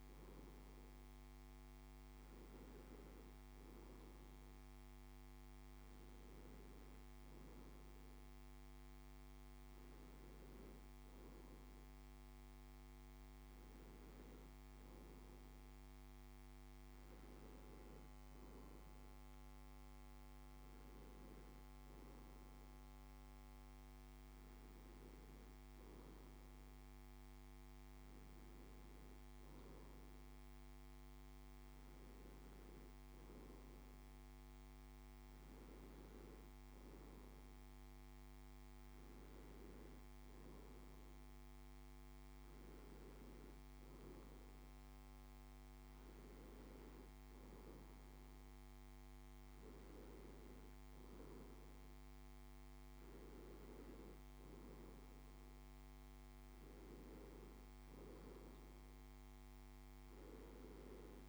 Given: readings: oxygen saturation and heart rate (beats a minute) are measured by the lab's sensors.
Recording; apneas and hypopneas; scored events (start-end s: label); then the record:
breathing in sleep, hard to hear, by a microphone on the trachea; none
none scored
From the record:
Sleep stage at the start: N2 (light sleep); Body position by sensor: on the back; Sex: male